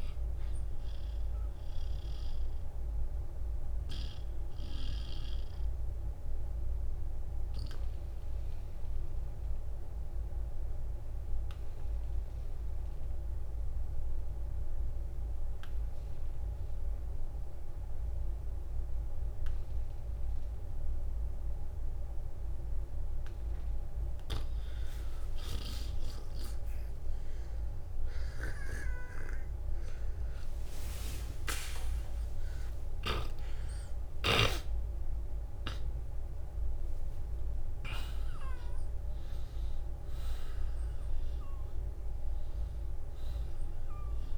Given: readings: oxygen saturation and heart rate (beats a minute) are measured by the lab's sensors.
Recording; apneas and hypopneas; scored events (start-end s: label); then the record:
breathing in sleep by a room microphone; 1
0.00-20.00 s: oxygen desaturation (device-marked, oxygen 85% lowest, heart rate 48 extreme)
2.50-23.50 s: obstructive apnea (oxygen 94% before, 85% lowest, heart rate 57 before, 48 extreme, up 26 after)
20.00-22.00 s: long interval between heartbeats (device-marked, heart rate 56 before, 49 extreme)
30.00-35.00 s: arousal
31.50-33.50 s: long interval between heartbeats (device-marked, heart rate 53 before, 74 extreme)
From the record:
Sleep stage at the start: N2 (light sleep); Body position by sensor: on the back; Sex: male